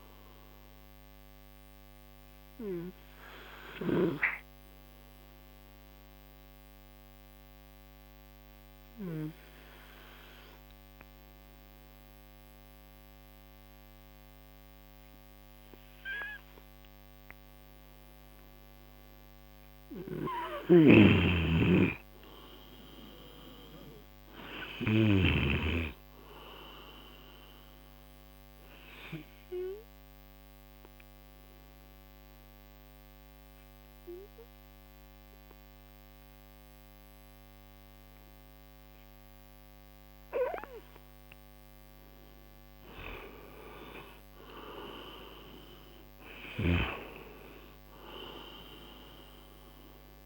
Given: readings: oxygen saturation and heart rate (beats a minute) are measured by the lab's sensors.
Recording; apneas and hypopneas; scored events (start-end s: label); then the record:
breathing in sleep by a microphone on the trachea; 2
0.50-20.00 s: obstructive apnea (oxygen 97% before, 88% lowest)
0.50-22.50 s: oxygen desaturation (device-marked, oxygen 97% before, 91% lowest)
22.00-24.50 s: arousal
24.50-41.50 s: oxygen desaturation (device-marked, oxygen 97% before, 88% lowest)
29.50-41.50 s: obstructive apnea (oxygen 97% before, 88% lowest)
44.00-47.00 s: arousal
From the record:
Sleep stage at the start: N2 (light sleep); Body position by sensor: on the right side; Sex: male